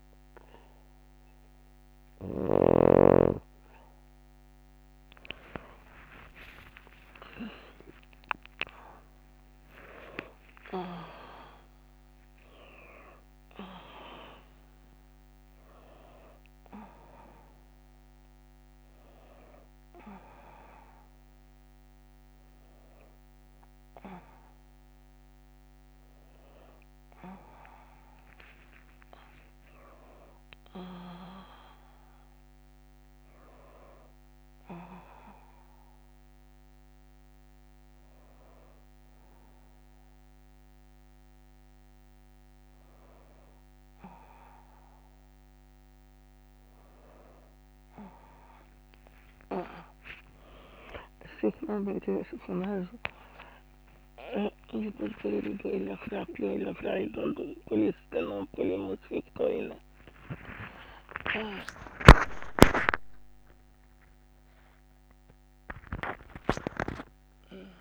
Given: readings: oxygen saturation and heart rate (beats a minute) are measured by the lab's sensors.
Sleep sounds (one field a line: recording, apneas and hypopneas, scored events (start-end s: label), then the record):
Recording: breathing in sleep by a microphone on the trachea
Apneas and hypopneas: none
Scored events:
0.00-16.50 s: tachycardia (device-marked)
4.00-8.50 s: arousal
25.50-41.50 s: tachycardia (device-marked, heart rate 84 before, 170 extreme)
25.50-55.50 s: new sleep stage, N1 (lightest sleep)
43.50-67.81 s: tachycardia (device-marked, heart rate 87 before, 188 extreme)
55.50-67.81 s: new sleep stage, awake
From the record:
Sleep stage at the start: N2 (light sleep)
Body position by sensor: on the back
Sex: female